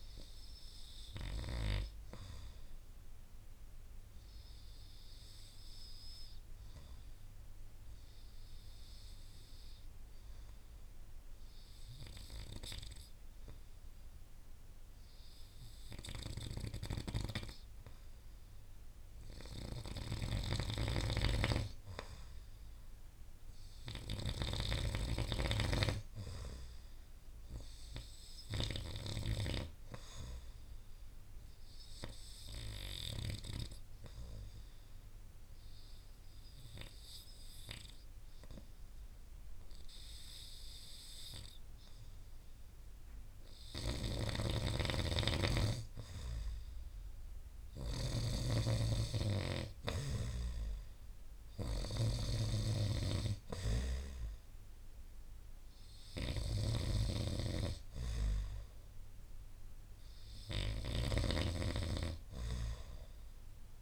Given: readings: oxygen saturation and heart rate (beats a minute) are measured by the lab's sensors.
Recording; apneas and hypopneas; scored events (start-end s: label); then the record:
breathing in sleep by a room microphone; 2
0.00-6.50 s: oxygen desaturation (device-marked, oxygen 88% lowest)
3.00-19.00 s: obstructive apnea (oxygen 96% before, 87% lowest)
17.00-33.50 s: snoring (device-marked)
21.50-25.50 s: arousal
27.50-51.50 s: oxygen desaturation (device-marked, oxygen 96% before, 87% lowest)
31.00-44.50 s: obstructive apnea (oxygen 96% before, 87% lowest)
44.00-63.82 s: snoring (device-marked)
47.50-52.00 s: arousal
56.50-63.82 s: oxygen desaturation (device-marked, oxygen 91% before, 87% lowest)
From the record:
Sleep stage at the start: N2 (light sleep); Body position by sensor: on the right side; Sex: male